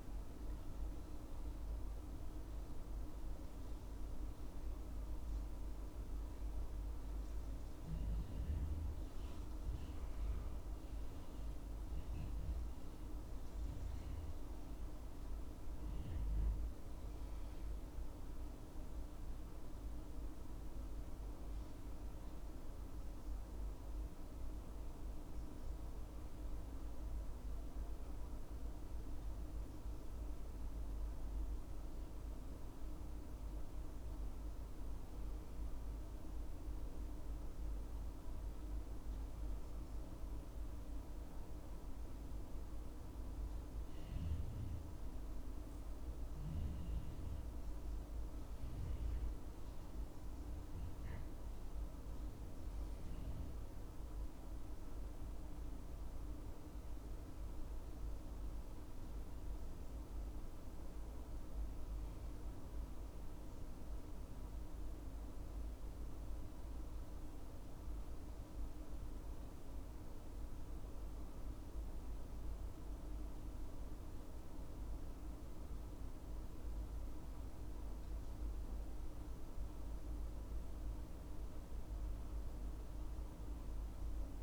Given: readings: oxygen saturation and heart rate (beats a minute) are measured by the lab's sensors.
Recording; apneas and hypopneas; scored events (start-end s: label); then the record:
breathing in sleep, hard to hear, by a room microphone; 2
1.50-14.50 s: hypopnea (oxygen 97% before, 95% lowest, heart rate 71 before, 72 extreme, up 4 after)
17.00-20.50 s: arousal
55.50-59.50 s: arousal
63.00-73.50 s: obstructive apnea (oxygen 97% before, 93% lowest, heart rate 74 before, 71 extreme, up 2 after)
76.50-81.00 s: arousal
From the record:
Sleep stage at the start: N2 (light sleep); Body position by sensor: on the back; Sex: male